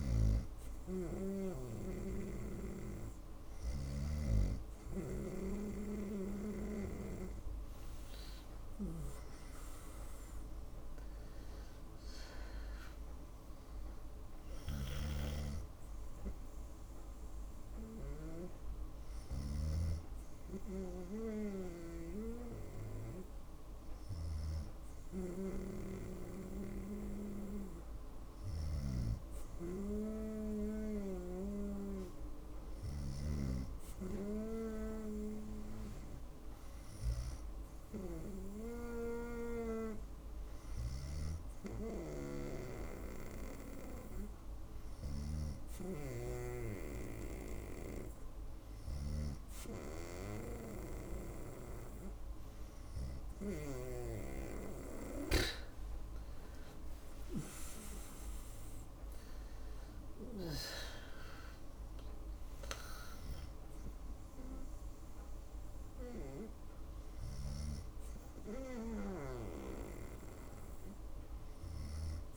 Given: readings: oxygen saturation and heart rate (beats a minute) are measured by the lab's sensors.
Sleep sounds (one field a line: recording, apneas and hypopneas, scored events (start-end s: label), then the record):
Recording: breathing in sleep by a room microphone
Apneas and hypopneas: none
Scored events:
55.50-59.50 s: arousal
From the record:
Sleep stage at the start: N2 (light sleep)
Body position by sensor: on the right side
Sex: female